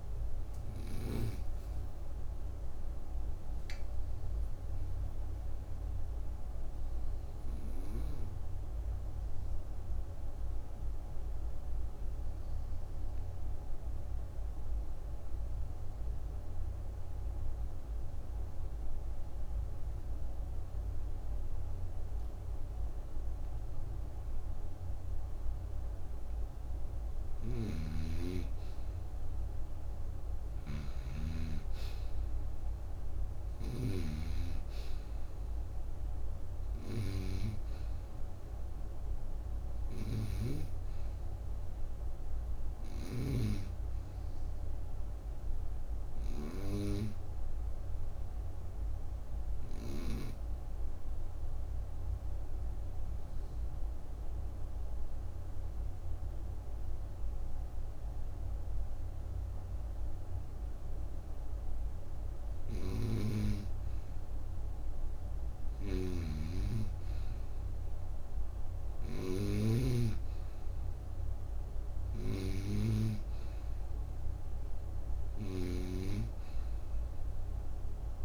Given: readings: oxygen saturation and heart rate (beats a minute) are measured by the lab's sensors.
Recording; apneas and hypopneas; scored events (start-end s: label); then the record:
breathing in sleep by a room microphone; 2
4.00-25.50 s: obstructive apnea (oxygen 95% before, 90% lowest, heart rate 74 before, 56 extreme, up 12 after)
13.50-21.50 s: oxygen desaturation (device-marked, oxygen 95% before, 91% lowest, heart rate 68 before, 58 extreme)
27.00-30.00 s: arousal
27.00-34.00 s: snoring (device-marked)
29.50-61.50 s: oxygen desaturation (device-marked, oxygen 98% before, 90% lowest, heart rate 60 before, 53 extreme)
47.00-62.50 s: obstructive apnea (oxygen 98% before, 90% lowest, heart rate 64 before, 54 extreme, up 18 after)
62.50-69.50 s: snoring (device-marked)
64.00-66.50 s: arousal
From the record:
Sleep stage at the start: N2 (light sleep); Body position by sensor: on the right side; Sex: female